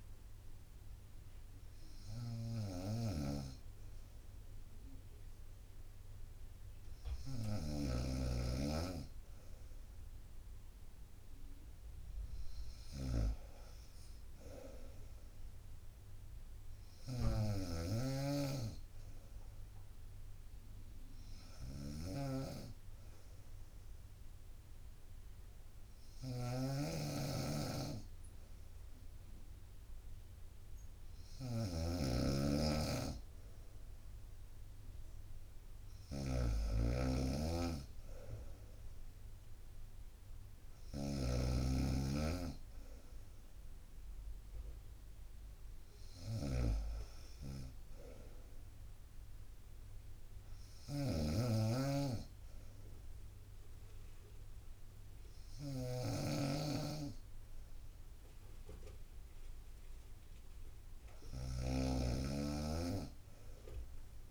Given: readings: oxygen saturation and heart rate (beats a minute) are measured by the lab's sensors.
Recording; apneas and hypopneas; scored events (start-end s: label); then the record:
breathing in sleep by a room microphone; none
0.00-64.31 s: snoring (device-marked)
From the record:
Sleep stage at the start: N2 (light sleep); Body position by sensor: on the right side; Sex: female